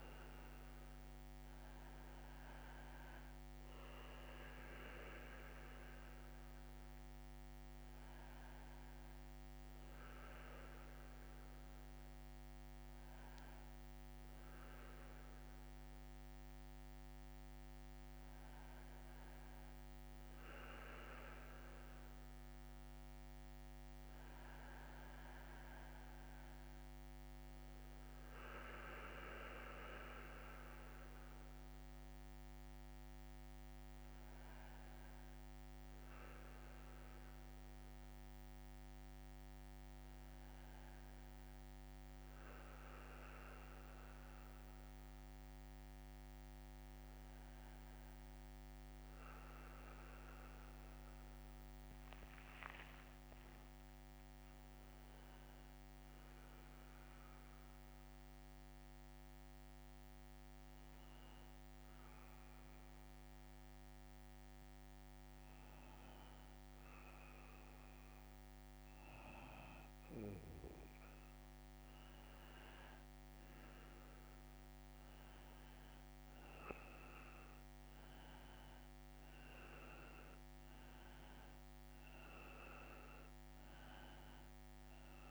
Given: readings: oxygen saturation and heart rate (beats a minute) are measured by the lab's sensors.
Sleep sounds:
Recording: breathing in sleep by a microphone on the trachea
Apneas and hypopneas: 1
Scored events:
51.00-54.00 s: arousal
55.50-71.00 s: hypopnea (oxygen 98% before, 90% lowest, heart rate 78 before, 79 extreme, up 1 after)
66.50-85.31 s: oxygen desaturation (device-marked, oxygen 97% before, 92% lowest, heart rate 79 before, 77 extreme)
73.50-76.50 s: arousal
From the record:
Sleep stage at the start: N2 (light sleep)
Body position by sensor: on the back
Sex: male

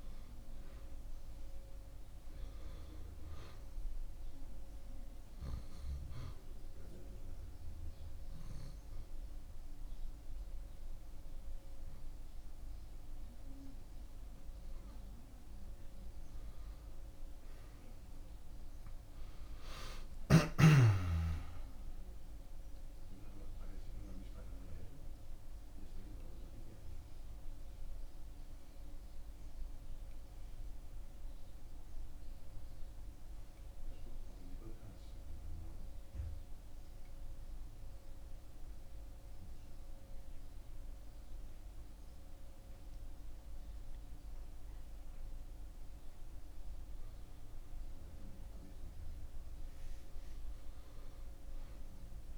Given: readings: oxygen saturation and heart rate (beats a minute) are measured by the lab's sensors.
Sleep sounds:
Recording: breathing in sleep, hard to hear, by a room microphone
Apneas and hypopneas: 2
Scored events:
0.00-1.00 s: arousal
4.50-15.00 s: obstructive apnea (oxygen 95% before, 90% lowest, heart rate 84 before, 74 extreme, up 11 after)
17.00-20.00 s: arousal
32.50-46.00 s: hypopnea (oxygen 94% before, 90% lowest, heart rate 85 before, 60 extreme, up 12 after)
35.00-47.00 s: oxygen desaturation (device-marked, oxygen 94% before, 90% lowest, heart rate 84 before, 60 extreme)
47.50-52.00 s: arousal
From the record:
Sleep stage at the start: N2 (light sleep)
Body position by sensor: on the back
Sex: male

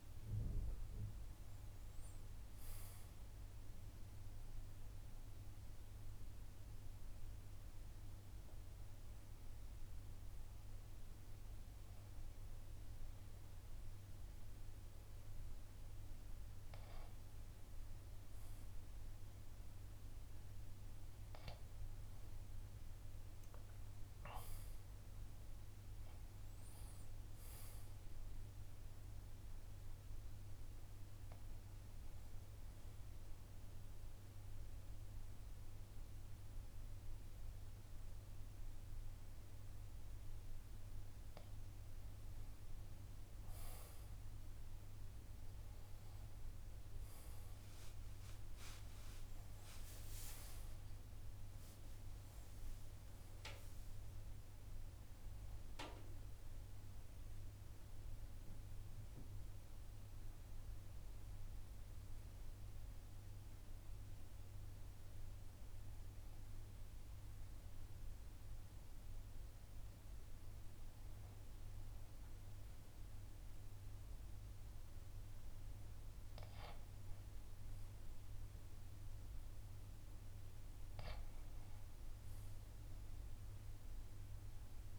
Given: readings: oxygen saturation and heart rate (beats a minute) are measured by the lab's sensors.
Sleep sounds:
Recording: a person awake in a sleep study, hard to hear, by a room microphone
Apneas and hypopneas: 1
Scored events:
55.00-68.00 s: oxygen desaturation (device-marked, oxygen 94% before, 89% lowest)
60.00-84.99 s: new sleep stage, N1 (lightest sleep)
62.50-76.50 s: hypopnea (oxygen 94% before, 89% lowest)
78.50-82.50 s: arousal
82.00-84.99 s: oxygen desaturation (device-marked, oxygen 96% before, 91% lowest)
From the record:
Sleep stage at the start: awake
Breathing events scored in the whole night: 538 in 7.3 hours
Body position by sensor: on the left side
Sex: male

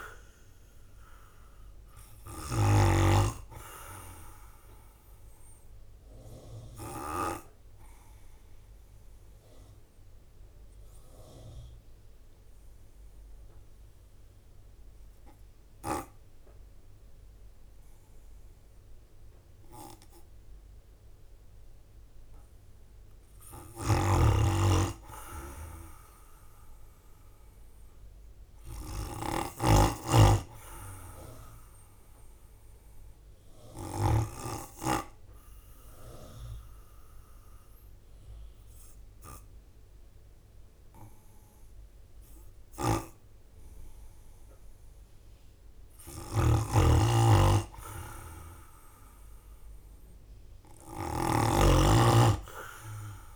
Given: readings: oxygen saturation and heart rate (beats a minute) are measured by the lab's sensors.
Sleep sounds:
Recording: breathing in sleep by a room microphone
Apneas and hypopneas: 2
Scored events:
0.00-7.00 s: oxygen desaturation (device-marked, oxygen 94% lowest, heart rate 51 extreme)
0.00-9.00 s: drop in pulse transit time (device-marked, heart rate 53 extreme)
7.00-20.50 s: obstructive apnea (oxygen 98% before, 94% lowest, heart rate 60 before, 51 extreme, up 5 after)
23.50-27.50 s: arousal
23.50-29.50 s: snoring (device-marked)
26.00-35.00 s: oxygen desaturation (device-marked, oxygen 98% before, 95% lowest, heart rate 53 before, 53 extreme)
27.00-39.00 s: drop in pulse transit time (device-marked, heart rate 53 before, 54 extreme)
32.00-45.50 s: obstructive apnea (oxygen 98% before, 95% lowest, heart rate 54 before, 53 extreme, up 6 after)
46.00-53.36 s: snoring (device-marked)
47.00-51.00 s: arousal
52.00-53.36 s: oxygen desaturation (device-marked, oxygen 99% before, 96% lowest, heart rate 55 before, 52 extreme)
From the record:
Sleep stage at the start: N2 (light sleep)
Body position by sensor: on the right side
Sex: male

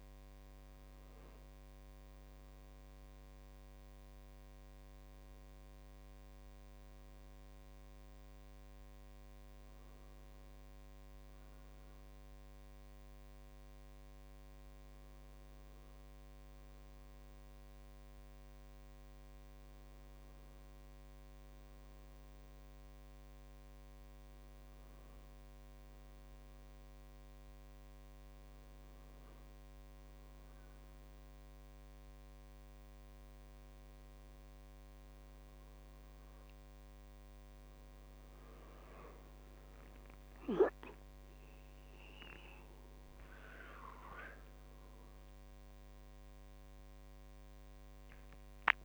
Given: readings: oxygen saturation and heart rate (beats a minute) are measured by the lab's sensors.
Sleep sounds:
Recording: a person awake in a sleep study, hard to hear, by a microphone on the trachea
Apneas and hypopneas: none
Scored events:
0.00-11.00 s: drop in pulse transit time (device-marked, heart rate 52 extreme)
43.00-48.85 s: drop in pulse transit time (device-marked, heart rate 52 before, 51 extreme)
From the record:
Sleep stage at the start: awake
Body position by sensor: on the right side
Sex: male

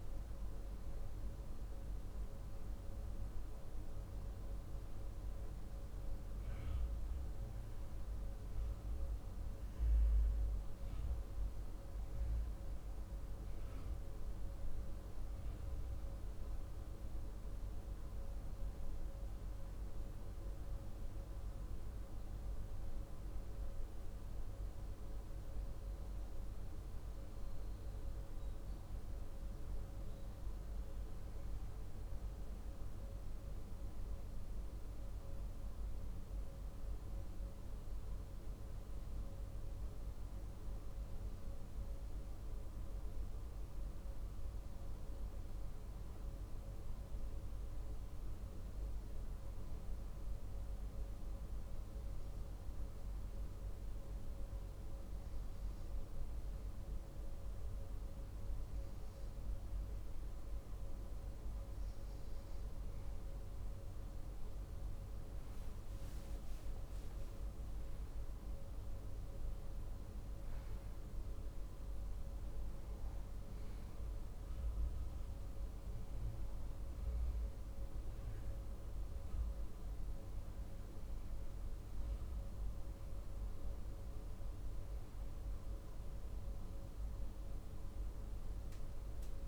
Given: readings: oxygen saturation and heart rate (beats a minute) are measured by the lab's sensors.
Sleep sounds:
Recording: breathing in sleep, hard to hear, by a room microphone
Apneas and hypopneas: 1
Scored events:
5.50-59.50 s: hypopnea (oxygen 97% before, 95% lowest, heart rate 55 before, 46 extreme, up 6 after)
65.00-69.00 s: arousal
From the record:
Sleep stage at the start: N2 (light sleep)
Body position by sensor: on the back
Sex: male

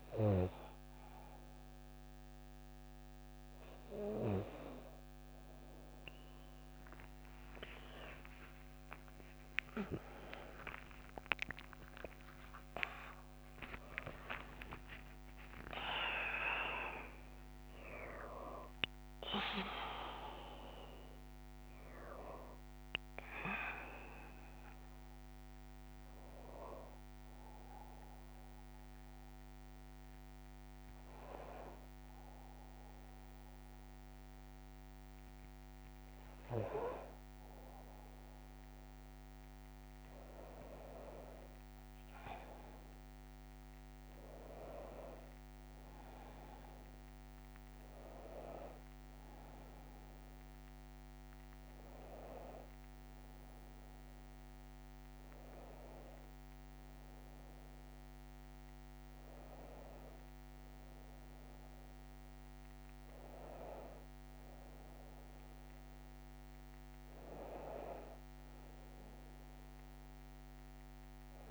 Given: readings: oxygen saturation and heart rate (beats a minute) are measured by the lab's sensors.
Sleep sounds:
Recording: a person partly awake in a sleep study, by a microphone on the trachea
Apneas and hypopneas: 1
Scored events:
4.00-17.00 s: tachycardia (device-marked, heart rate 60 before, 116 extreme)
5.00-71.50 s: new sleep stage, N1 (lightest sleep)
27.00-38.50 s: hypopnea (oxygen 95% before, 94% lowest)
41.50-46.00 s: arousal
From the record:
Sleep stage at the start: awake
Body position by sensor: on the back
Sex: female

